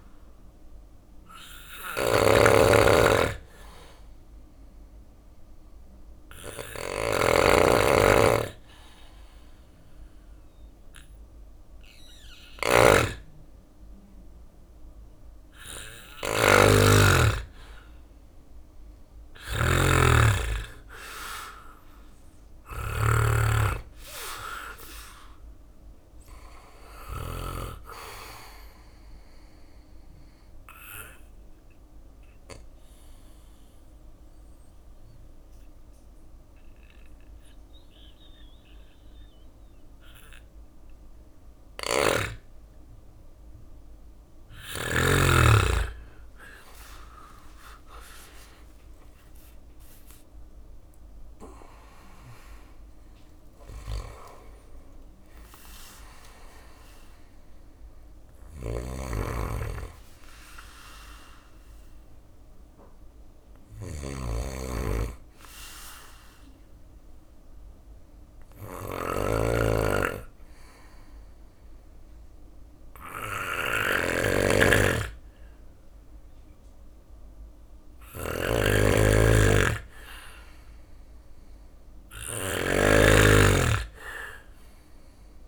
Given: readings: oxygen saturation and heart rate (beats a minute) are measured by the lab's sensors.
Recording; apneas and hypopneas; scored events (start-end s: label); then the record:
breathing in sleep by a room microphone; 3
0.00-13.00 s: oxygen desaturation (device-marked, oxygen 92% lowest, heart rate 65 extreme)
0.00-26.50 s: snoring (device-marked)
1.00-14.00 s: hypopnea (oxygen 97% before, 91% lowest, heart rate 68 before, 66 extreme, up 7 after)
18.00-30.00 s: drop in pulse transit time (device-marked, heart rate 68 before, 70 extreme)
18.50-22.00 s: arousal
29.50-41.00 s: obstructive apnea (oxygen 95% before, 91% lowest, heart rate 71 before, 66 extreme, up 9 after)
41.00-44.50 s: snoring (device-marked)
45.00-49.50 s: arousal
46.00-58.00 s: drop in pulse transit time (device-marked, heart rate 69 before, 71 extreme)
57.50-85.48 s: snoring (device-marked)
64.00-75.00 s: hypopnea (oxygen 97% before, 91% lowest, heart rate 73 before, 66 extreme, up 1 after)
65.00-70.00 s: oxygen desaturation (device-marked, oxygen 94% before, 91% lowest, heart rate 73 before, 66 extreme)
77.00-80.00 s: arousal
From the record:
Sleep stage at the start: N2 (light sleep); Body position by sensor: on the back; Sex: male